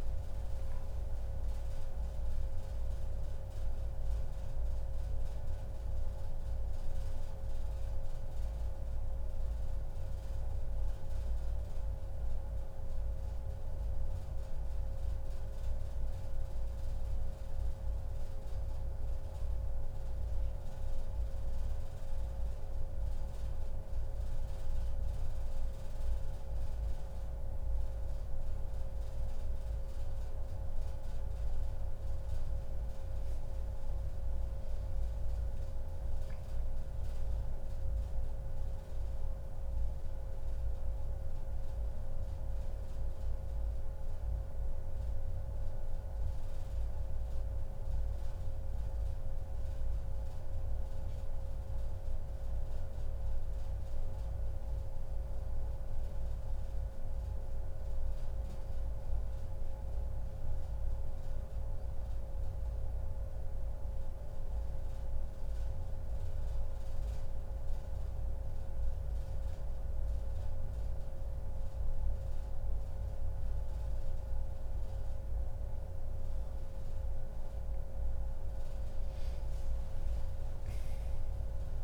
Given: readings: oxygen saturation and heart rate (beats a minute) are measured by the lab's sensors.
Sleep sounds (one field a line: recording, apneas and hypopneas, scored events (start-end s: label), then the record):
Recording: breathing in sleep, hard to hear, by a room microphone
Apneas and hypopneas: none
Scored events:
0.00-3.50 s: arousal
52.50-54.50 s: long interval between heartbeats (device-marked, heart rate 141 before, 131 extreme)
55.50-57.50 s: long interval between heartbeats (device-marked, heart rate 140 before, 104 extreme)
59.50-61.50 s: long interval between heartbeats (device-marked, heart rate 133 before, 95 extreme)
79.50-81.84 s: arousal
From the record:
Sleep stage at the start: N1 (lightest sleep)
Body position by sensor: on the back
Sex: male